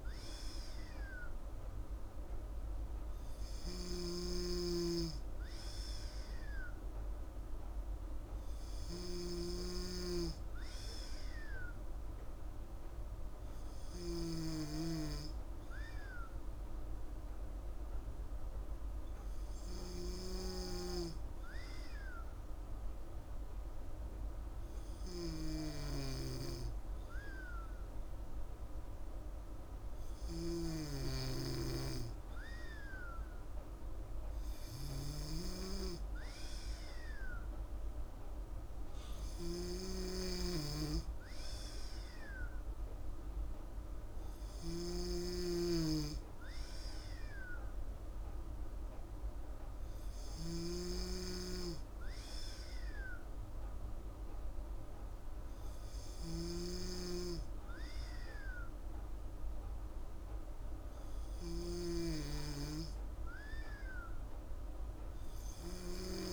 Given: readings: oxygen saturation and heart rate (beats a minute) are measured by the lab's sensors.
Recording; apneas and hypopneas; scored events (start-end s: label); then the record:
breathing in sleep by a room microphone; none
0.00-9.50 s: snoring (device-marked)
39.50-56.50 s: snoring (device-marked)
From the record:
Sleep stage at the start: N2 (light sleep); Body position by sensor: on the back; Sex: female